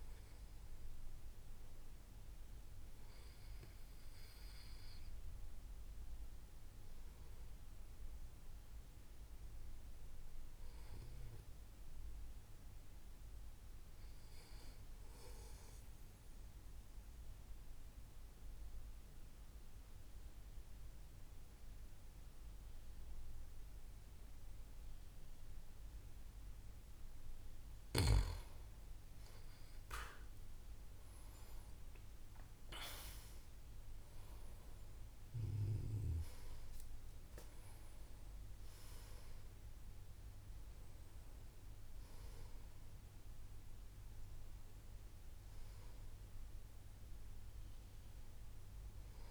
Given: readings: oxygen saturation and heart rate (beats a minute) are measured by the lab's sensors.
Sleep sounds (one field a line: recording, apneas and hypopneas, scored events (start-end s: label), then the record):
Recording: breathing in sleep by a room microphone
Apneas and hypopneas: 1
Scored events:
0.00-1.50 s: arousal
15.00-27.50 s: obstructive apnea (oxygen 93% before, 89% lowest, heart rate 59 before, 58 extreme, up 8 after)
29.50-33.50 s: arousal
31.50-49.31 s: oxygen desaturation (device-marked, oxygen 93% before, 89% lowest, heart rate 59 before, 60 extreme)
From the record:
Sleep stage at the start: N2 (light sleep)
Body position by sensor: on the back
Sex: male